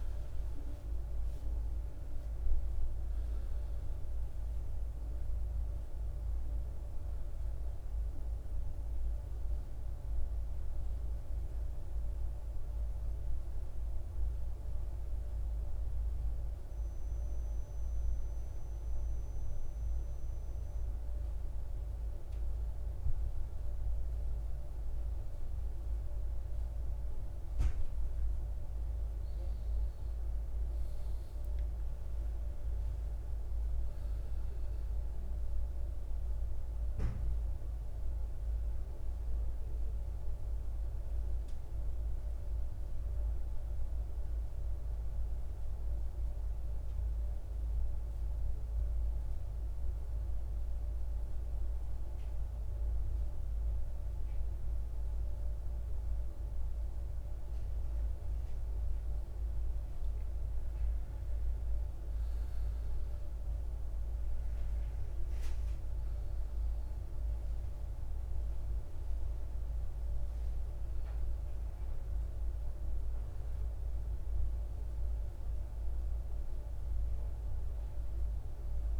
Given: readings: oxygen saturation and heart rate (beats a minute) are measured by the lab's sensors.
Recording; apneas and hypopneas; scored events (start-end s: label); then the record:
breathing in sleep, hard to hear, by a room microphone; 2
0.00-17.00 s: oxygen desaturation (device-marked, oxygen 91% lowest, heart rate 55 extreme)
9.50-20.00 s: hypopnea (oxygen 97% before, 92% lowest, heart rate 67 before, 55 extreme, up 1 after)
23.00-29.50 s: arousal
34.00-51.00 s: oxygen desaturation (device-marked, oxygen 98% before, 93% lowest, heart rate 57 before, 56 extreme)
46.50-58.50 s: central apnea (oxygen 98% before, 90% lowest, heart rate 60 before, 56 extreme, up 10 after)
60.00-65.00 s: arousal
66.00-79.00 s: oxygen desaturation (device-marked, oxygen 97% before, 93% lowest, heart rate 60 before, 57 extreme)
From the record:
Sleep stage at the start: N2 (light sleep); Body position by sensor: on the right side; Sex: male